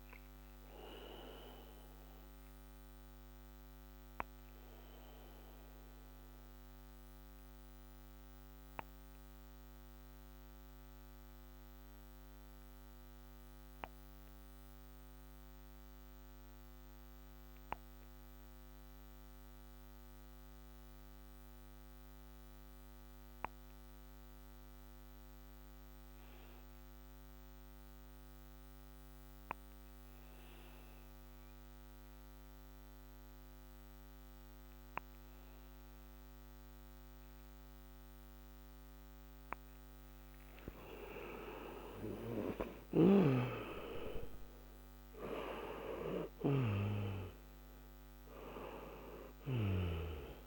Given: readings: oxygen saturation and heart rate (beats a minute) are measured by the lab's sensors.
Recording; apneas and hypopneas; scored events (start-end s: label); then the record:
breathing in sleep by a microphone on the trachea; 1
1.50-37.00 s: obstructive apnea (oxygen 98% before, 85% lowest, heart rate 68 before, 56 extreme, up 9 after)
12.00-24.00 s: oxygen desaturation (device-marked, oxygen 94% before, 88% lowest, heart rate 70 before, 57 extreme)
40.00-45.00 s: arousal
48.00-50.47 s: oxygen desaturation (device-marked, oxygen 96% before, 85% lowest, heart rate 66 before, 56 extreme)
From the record:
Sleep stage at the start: N2 (light sleep); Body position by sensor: on the back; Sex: male